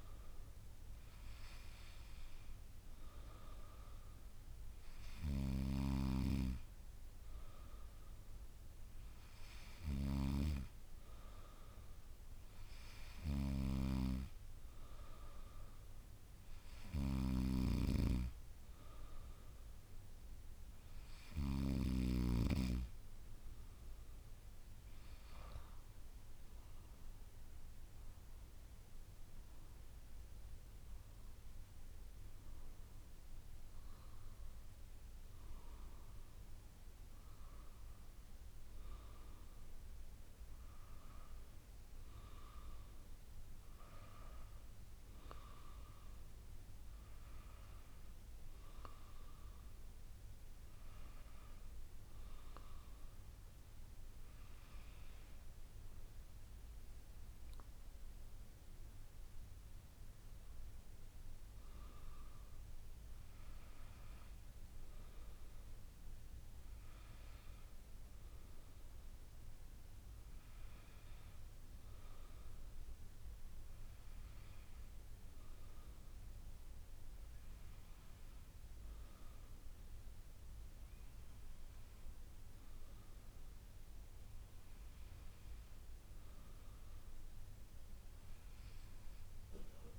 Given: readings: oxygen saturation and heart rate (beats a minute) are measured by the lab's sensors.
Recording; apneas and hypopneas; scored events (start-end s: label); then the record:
breathing in sleep by a room microphone; none
none scored
From the record:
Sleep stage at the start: N2 (light sleep); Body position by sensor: on the back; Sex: female